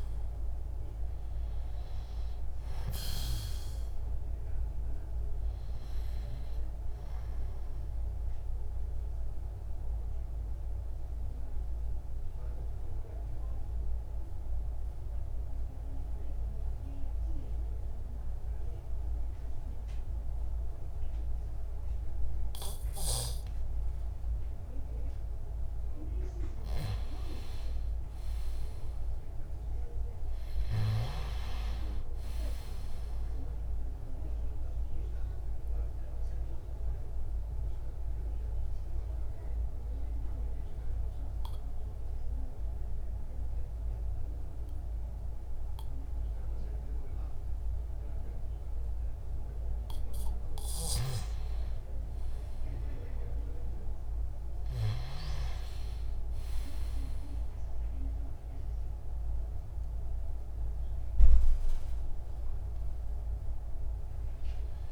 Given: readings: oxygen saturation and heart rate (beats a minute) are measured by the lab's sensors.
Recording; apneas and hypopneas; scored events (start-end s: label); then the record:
breathing in sleep by a room microphone; 2
7.50-25.50 s: obstructive apnea (oxygen 98% before, 95% lowest)
19.00-64.92 s: new sleep stage, REM sleep
27.00-31.00 s: arousal
34.50-50.50 s: mixed apnea (oxygen 99% before, 93% lowest, heart rate 51 before, 28 extreme, up 7 after)
38.00-55.00 s: oxygen desaturation (device-marked, oxygen 99% before, 95% lowest, heart rate 51 before, 28 extreme)
55.00-59.50 s: arousal
From the record:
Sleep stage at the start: N2 (light sleep); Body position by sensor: on the back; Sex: male